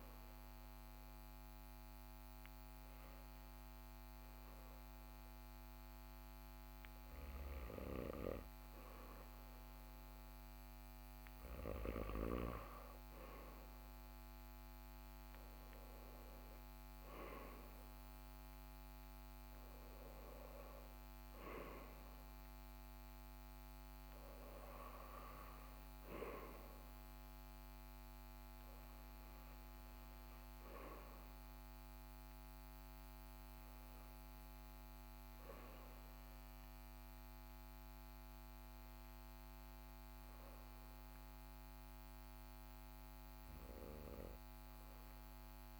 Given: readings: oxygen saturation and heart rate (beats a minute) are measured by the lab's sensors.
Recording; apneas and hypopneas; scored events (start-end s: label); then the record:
breathing in sleep by a microphone on the trachea; none
0.00-1.50 s: arousal
0.50-34.50 s: oxygen desaturation (device-marked, oxygen 95% before, 90% lowest, heart rate 39 before, 39 extreme)
From the record:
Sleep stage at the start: REM sleep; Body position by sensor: on the back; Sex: male